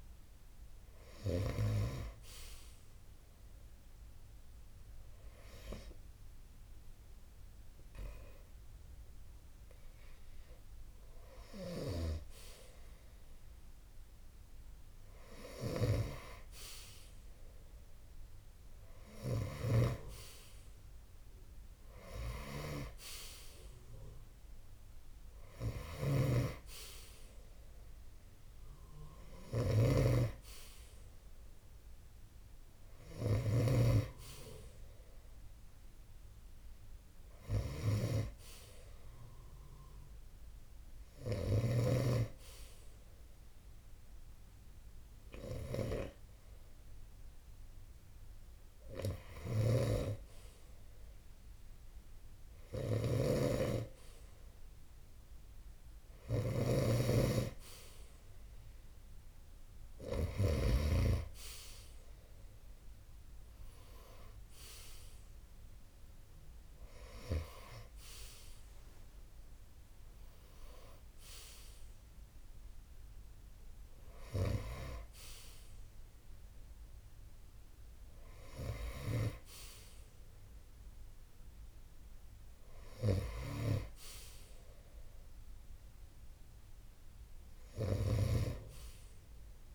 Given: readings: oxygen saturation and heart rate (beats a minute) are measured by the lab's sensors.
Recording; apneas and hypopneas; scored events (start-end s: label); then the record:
breathing in sleep by a room microphone; 1
2.00-12.00 s: hypopnea (oxygen 94% before, 90% lowest)
15.00-18.50 s: arousal
25.00-41.00 s: snoring (device-marked)
48.50-60.00 s: snoring (device-marked)
From the record:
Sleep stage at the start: N2 (light sleep); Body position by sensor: on the right side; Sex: male